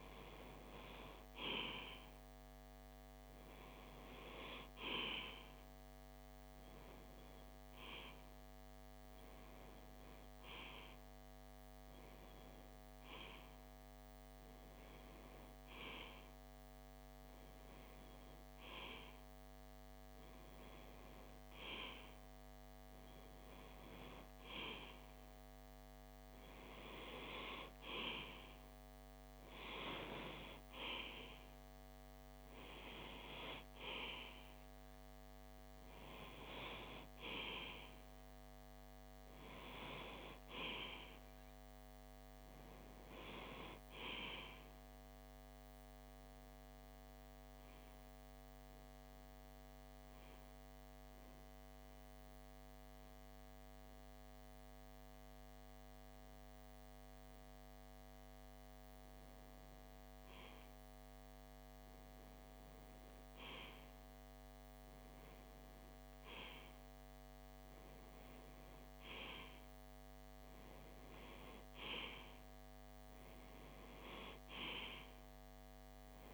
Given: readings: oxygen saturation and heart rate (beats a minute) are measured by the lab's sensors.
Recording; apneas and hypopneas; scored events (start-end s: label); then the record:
breathing in sleep by a microphone on the trachea; 1
47.50-60.00 s: hypopnea (oxygen 95% before, 93% lowest)
62.50-67.00 s: arousal
From the record:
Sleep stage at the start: REM sleep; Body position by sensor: on the left side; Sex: male